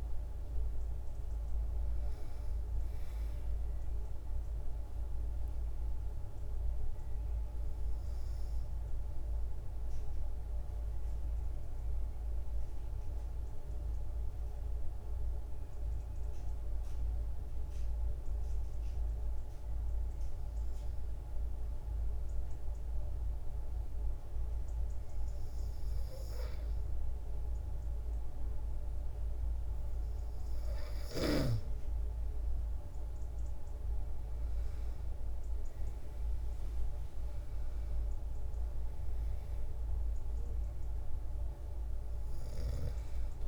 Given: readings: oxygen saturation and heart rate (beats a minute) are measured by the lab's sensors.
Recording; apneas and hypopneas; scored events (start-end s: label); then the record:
breathing in sleep, hard to hear, by a room microphone; 1
0.00-17.00 s: oxygen desaturation (device-marked, oxygen 90% lowest, heart rate 50 extreme)
9.00-29.00 s: obstructive apnea (oxygen 97% before, 90% lowest, heart rate 123 before, 50 extreme)
31.00-43.48 s: oxygen desaturation (device-marked, oxygen 98% before, 92% lowest, heart rate 79 before, 90 extreme)
32.00-36.50 s: arousal
From the record:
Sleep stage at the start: N2 (light sleep); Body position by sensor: on the back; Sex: female